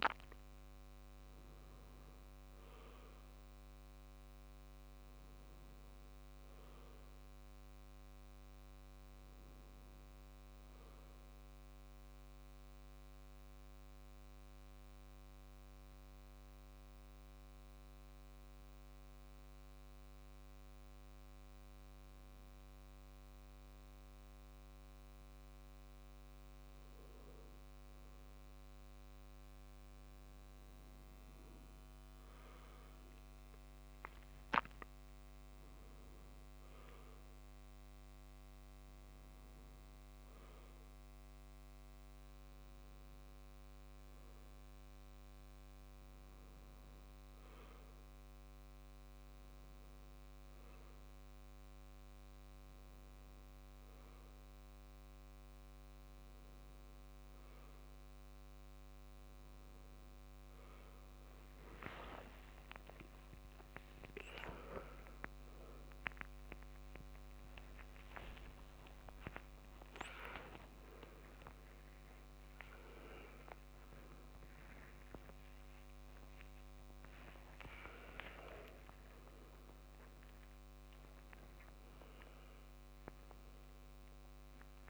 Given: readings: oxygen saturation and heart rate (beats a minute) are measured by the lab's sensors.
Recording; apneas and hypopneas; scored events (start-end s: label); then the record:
a person partly awake in a sleep study, by a microphone on the trachea; 1
0.00-1.00 s: arousal
12.50-26.00 s: mixed apnea (oxygen 95% before, 94% lowest, heart rate 78 before, 73 extreme, up 7 after)
26.50-30.50 s: arousal
34.00-56.00 s: oxygen desaturation (device-marked, oxygen 98% before, 94% lowest, heart rate 76 before, 78 extreme)
56.00-84.90 s: new sleep stage, awake
71.00-73.00 s: tachycardia (device-marked, heart rate 79 before, 100 extreme)
From the record:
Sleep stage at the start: N2 (light sleep); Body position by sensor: on the right side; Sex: male